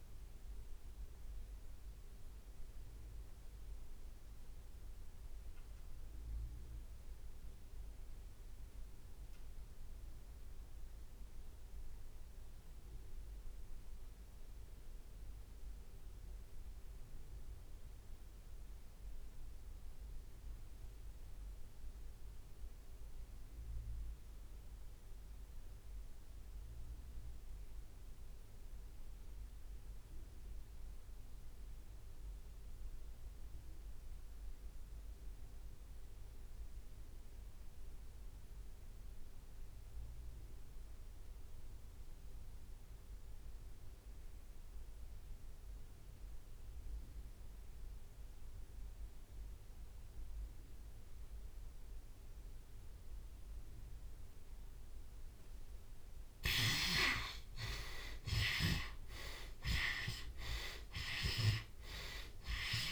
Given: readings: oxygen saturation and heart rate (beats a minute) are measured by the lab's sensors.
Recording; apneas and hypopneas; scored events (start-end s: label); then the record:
breathing in sleep by a room microphone; 1
0.00-33.50 s: oxygen desaturation (device-marked, oxygen 67% lowest)
0.50-54.50 s: mixed apnea (oxygen 97% before, 55% lowest)
39.50-41.50 s: long interval between heartbeats (device-marked)
47.50-62.92 s: oxygen desaturation (device-marked, oxygen 97% before, 77% lowest)
50.50-55.50 s: drop in pulse transit time (device-marked)
56.50-61.50 s: arousal
From the record:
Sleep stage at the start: REM sleep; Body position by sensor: on the left side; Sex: male